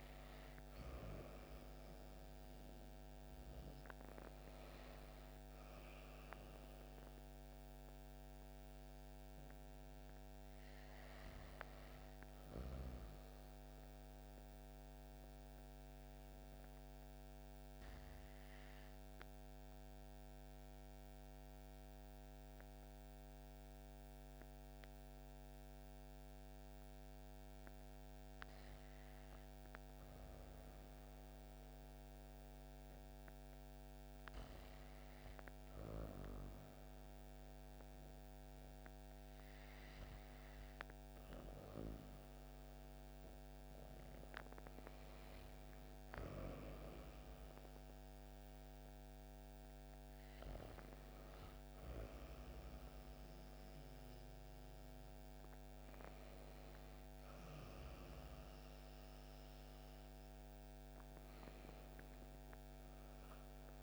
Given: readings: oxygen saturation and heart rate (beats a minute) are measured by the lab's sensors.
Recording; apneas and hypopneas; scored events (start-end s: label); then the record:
breathing in sleep, hard to hear, by a microphone on the trachea; 1
0.00-29.00 s: oxygen desaturation (device-marked, oxygen 85% lowest)
16.00-29.00 s: obstructive apnea (oxygen 95% before, 85% lowest)
30.50-34.00 s: arousal
49.00-63.83 s: oxygen desaturation (device-marked, oxygen 95% before, 90% lowest)
62.50-63.83 s: arousal
From the record:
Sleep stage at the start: REM sleep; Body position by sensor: on the back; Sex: female